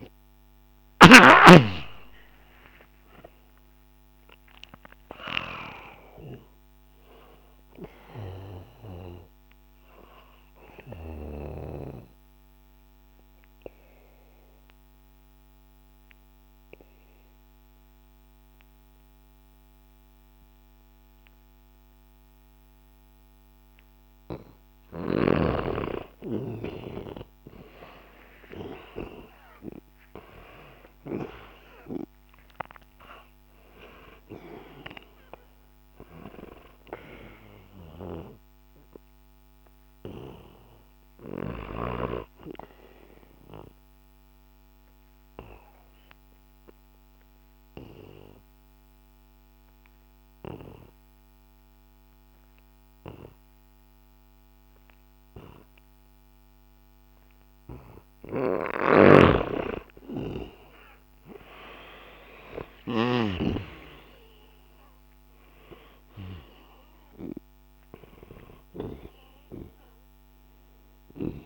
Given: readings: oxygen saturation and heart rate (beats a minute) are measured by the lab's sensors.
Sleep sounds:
breathing in sleep by a microphone on the trachea; 2
0.50-5.50 s: arousal
9.00-24.50 s: obstructive apnea (oxygen 96% before, 90% lowest, heart rate 76 before, 64 extreme, up 5 after)
30.00-71.46 s: new sleep stage, N2 (light sleep)
30.50-34.50 s: arousal
33.00-52.00 s: oxygen desaturation (device-marked, oxygen 96% before, 90% lowest, heart rate 66 before, 65 extreme)
39.50-58.00 s: obstructive apnea (oxygen 96% before, 90% lowest, heart rate 67 before, 65 extreme)
58.50-63.00 s: snoring (device-marked)
60.50-66.00 s: arousal
65.00-71.46 s: oxygen desaturation (device-marked, oxygen 97% before, 90% lowest, heart rate 67 before, 63 extreme)
From the record:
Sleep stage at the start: N1 (lightest sleep); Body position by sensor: on the back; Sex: male

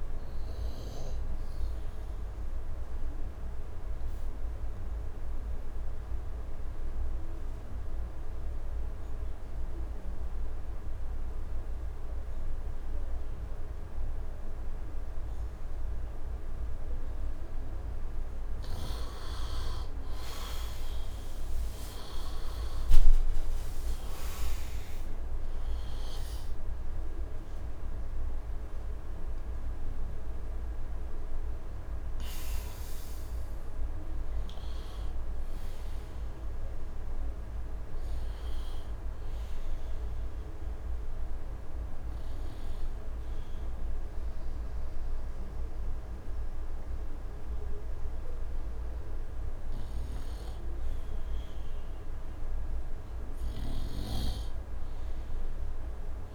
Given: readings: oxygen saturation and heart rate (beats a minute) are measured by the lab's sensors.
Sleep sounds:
breathing in sleep, hard to hear, by a room microphone; 2
0.00-14.00 s: oxygen desaturation (device-marked, oxygen 89% lowest, heart rate 72 extreme)
0.50-16.50 s: obstructive apnea (oxygen 98% before, 82% lowest, heart rate 76 before, 72 extreme, up 19 after)
18.50-22.00 s: arousal
20.00-44.00 s: oxygen desaturation (device-marked, oxygen 97% before, 82% lowest, heart rate 75 before, 72 extreme)
38.50-49.00 s: hypopnea (oxygen 97% before, 82% lowest, heart rate 89 before, 72 extreme, up 4 after)
50.00-56.35 s: snoring (device-marked)
51.50-56.00 s: arousal
From the record:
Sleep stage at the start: N2 (light sleep); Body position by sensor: on the right side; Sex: male

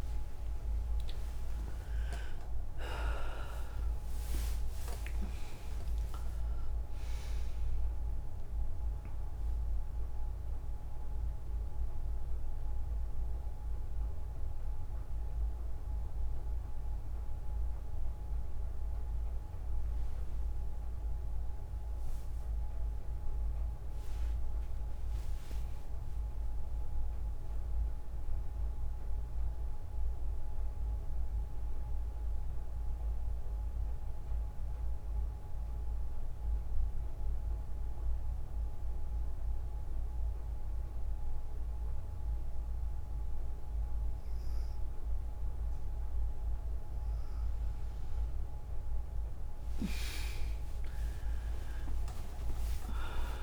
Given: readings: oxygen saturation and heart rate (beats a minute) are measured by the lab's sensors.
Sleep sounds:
breathing in sleep by a room microphone; 1
0.00-3.50 s: arousal
3.50-26.50 s: oxygen desaturation (device-marked, oxygen 98% before, 93% lowest, heart rate 61 before, 55 extreme)
5.50-53.43 s: new sleep stage, N1 (lightest sleep)
24.00-28.00 s: arousal
30.00-45.00 s: mixed apnea (oxygen 99% before, 92% lowest, heart rate 60 before, 55 extreme, up 12 after)
46.50-50.50 s: arousal
48.50-53.43 s: oxygen desaturation (device-marked, oxygen 98% before, 92% lowest, heart rate 58 before, 52 extreme)
From the record:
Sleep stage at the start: N2 (light sleep); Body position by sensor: on the right side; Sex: female

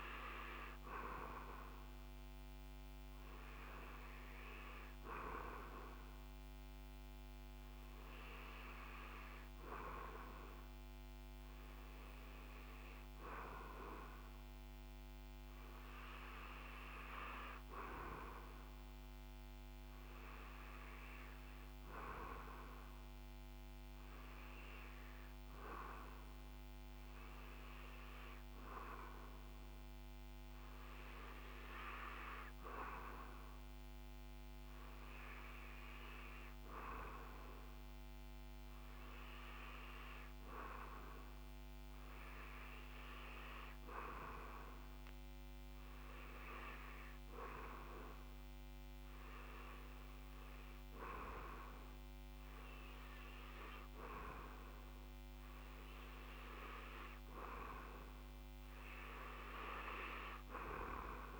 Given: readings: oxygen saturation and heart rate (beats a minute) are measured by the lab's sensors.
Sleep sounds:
breathing in sleep by a microphone on the trachea; none
none scored
From the record:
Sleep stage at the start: REM sleep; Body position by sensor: on the back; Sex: male

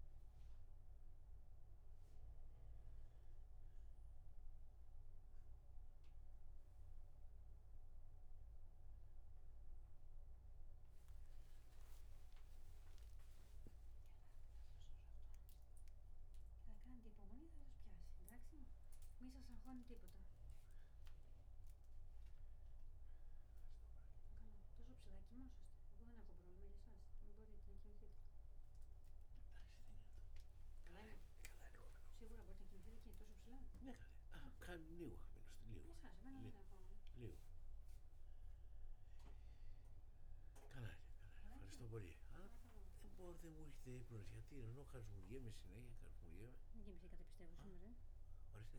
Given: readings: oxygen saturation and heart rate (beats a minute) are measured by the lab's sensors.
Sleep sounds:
a person awake in a sleep study, by a room microphone; none
21.00-32.00 s: oxygen desaturation (device-marked, oxygen 97% before, 94% lowest)
From the record:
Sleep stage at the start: awake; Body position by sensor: on the back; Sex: male

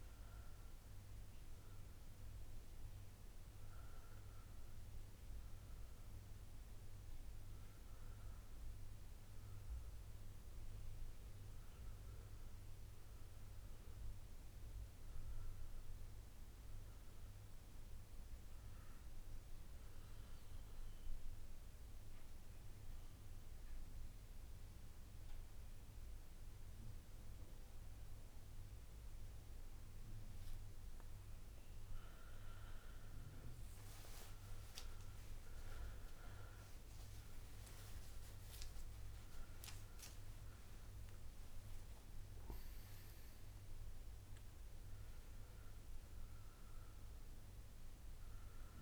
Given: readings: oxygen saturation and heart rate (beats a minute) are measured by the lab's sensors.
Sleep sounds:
breathing in sleep, hard to hear, by a room microphone; 1
0.00-6.50 s: oxygen desaturation (device-marked, oxygen 89% lowest, heart rate 58 extreme)
10.50-15.00 s: arousal
19.50-32.00 s: central apnea (oxygen 96% before, 91% lowest, heart rate 68 before, 39 extreme, up 5 after)
39.00-43.50 s: arousal
From the record:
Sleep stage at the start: N2 (light sleep); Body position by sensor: on the back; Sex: male

